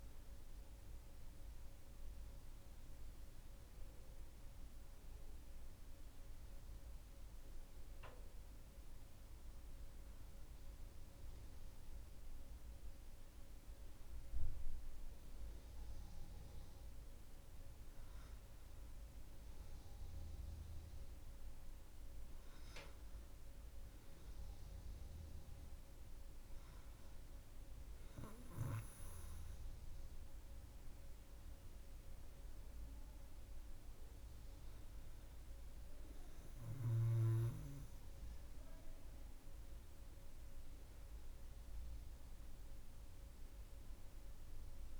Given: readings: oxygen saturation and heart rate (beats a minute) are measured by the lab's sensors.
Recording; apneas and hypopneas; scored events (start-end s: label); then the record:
breathing in sleep, hard to hear, by a room microphone; none
43.50-44.99 s: new sleep stage, N1 (lightest sleep)
From the record:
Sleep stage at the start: N2 (light sleep); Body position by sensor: on the back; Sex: female